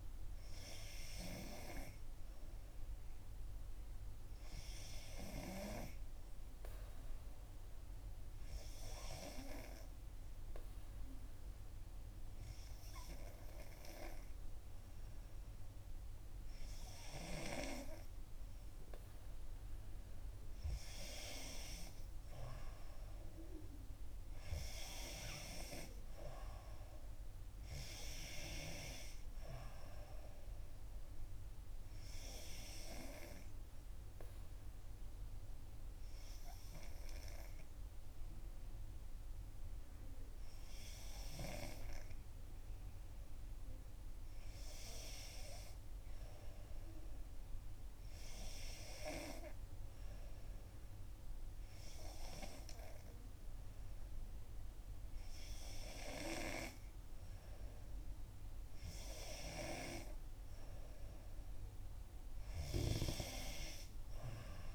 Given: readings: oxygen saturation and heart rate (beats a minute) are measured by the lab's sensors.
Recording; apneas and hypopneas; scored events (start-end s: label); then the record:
breathing in sleep by a room microphone; 2
0.50-4.00 s: arousal
6.00-19.50 s: hypopnea (oxygen 93% before, 90% lowest, heart rate 63 before, 59 extreme, up 2 after)
21.00-25.50 s: arousal
32.50-43.50 s: obstructive apnea (oxygen 92% before, 90% lowest, heart rate 62 before, 59 extreme, up 4 after)
45.50-49.50 s: arousal
From the record:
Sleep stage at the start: N2 (light sleep); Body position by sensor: on the back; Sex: female